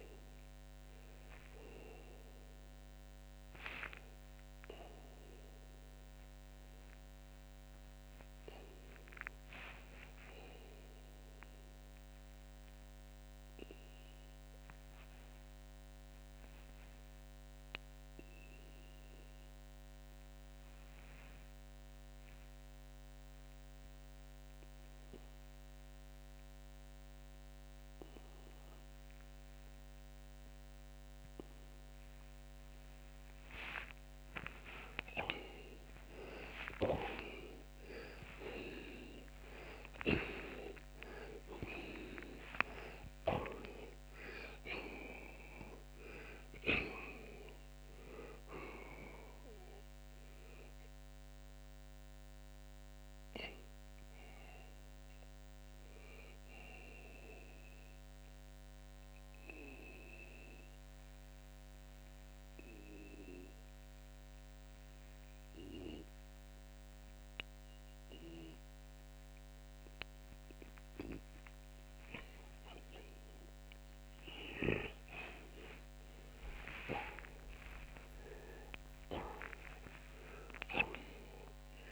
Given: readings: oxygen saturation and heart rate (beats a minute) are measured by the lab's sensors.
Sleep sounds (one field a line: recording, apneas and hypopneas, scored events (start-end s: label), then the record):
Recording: breathing in sleep by a microphone on the trachea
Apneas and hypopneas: 2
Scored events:
10.50-32.00 s: obstructive apnea (oxygen 91% before, 81% lowest)
16.00-37.00 s: oxygen desaturation (device-marked, oxygen 91% before, 81% lowest)
35.00-40.00 s: arousal
52.00-70.50 s: obstructive apnea (oxygen 92% before, 81% lowest, heart rate 82 before, 43 extreme, up 13 after)
57.00-79.00 s: oxygen desaturation (device-marked, oxygen 89% before, 81% lowest)
72.50-77.50 s: arousal
From the record:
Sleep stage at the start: N2 (light sleep)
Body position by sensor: on the back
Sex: male